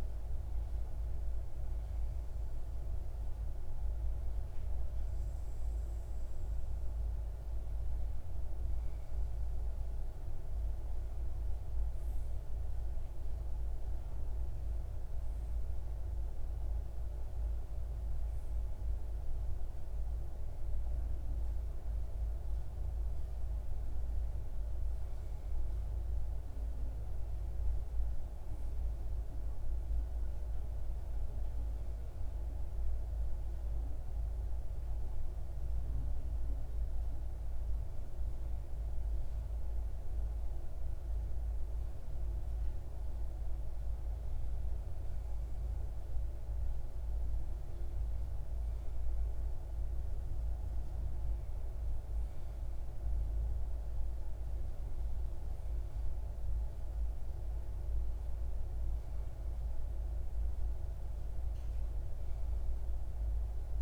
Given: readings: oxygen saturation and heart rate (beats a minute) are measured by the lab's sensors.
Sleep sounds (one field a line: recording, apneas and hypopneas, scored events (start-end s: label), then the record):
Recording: breathing in sleep, hard to hear, by a room microphone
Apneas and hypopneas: none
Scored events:
none scored
From the record:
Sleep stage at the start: REM sleep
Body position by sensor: on the left side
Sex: male